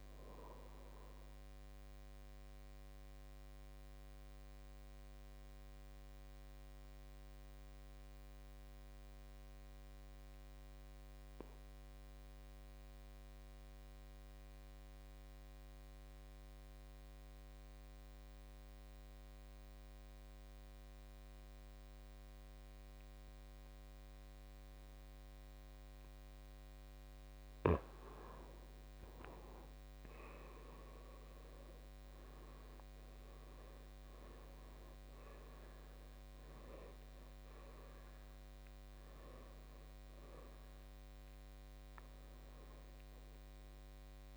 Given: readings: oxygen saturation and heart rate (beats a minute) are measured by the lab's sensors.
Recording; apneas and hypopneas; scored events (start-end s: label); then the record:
breathing in sleep by a microphone on the trachea; 1
0.00-2.50 s: oxygen desaturation (device-marked, oxygen 79% lowest, heart rate 54 extreme)
2.00-27.00 s: obstructive apnea (oxygen 96% before, 76% lowest, heart rate 61 before, 55 extreme, up 10 after)
18.50-44.37 s: oxygen desaturation (device-marked, oxygen 98% before, 76% lowest, heart rate 59 before, 54 extreme)
29.00-33.50 s: arousal
From the record:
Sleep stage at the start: N2 (light sleep); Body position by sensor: on the back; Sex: male